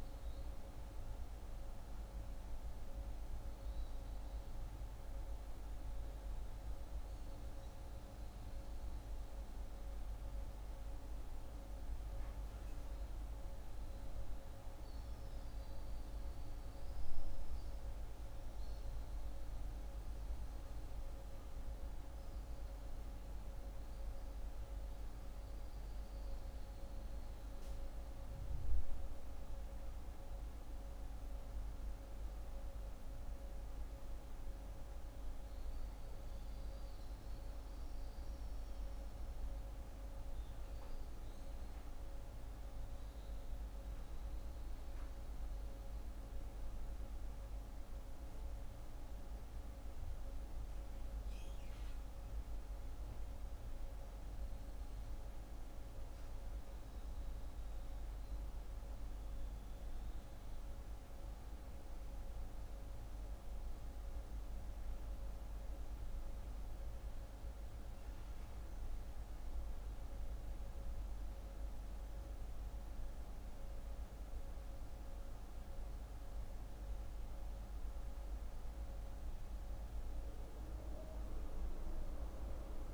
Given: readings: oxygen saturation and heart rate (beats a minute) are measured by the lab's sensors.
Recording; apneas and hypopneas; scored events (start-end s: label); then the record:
breathing in sleep, hard to hear, by a room microphone; none
none scored
From the record:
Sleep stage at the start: N1 (lightest sleep); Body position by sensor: on the right side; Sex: female